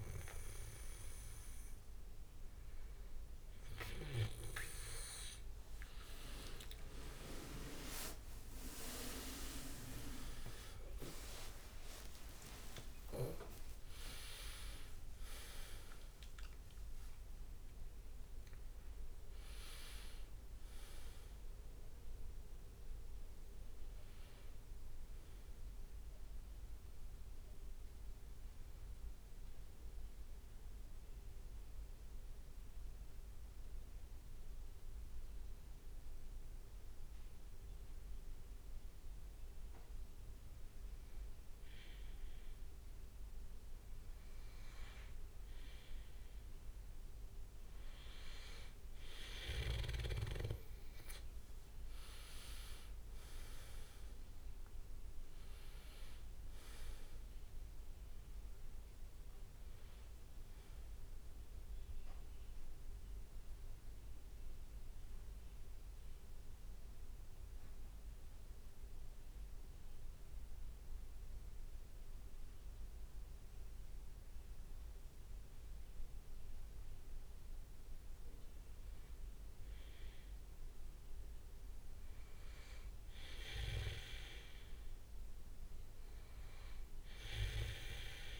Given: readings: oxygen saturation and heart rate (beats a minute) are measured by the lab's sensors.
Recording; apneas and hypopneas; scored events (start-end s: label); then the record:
breathing in sleep by a room microphone; 1
10.50-16.00 s: arousal
29.50-42.00 s: hypopnea (oxygen 98% before, 96% lowest, heart rate 82 before, 58 extreme, up 5 after)
46.00-56.00 s: leg movement (device-marked)
53.00-57.00 s: arousal
From the record:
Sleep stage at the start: N2 (light sleep); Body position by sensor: on the back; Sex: male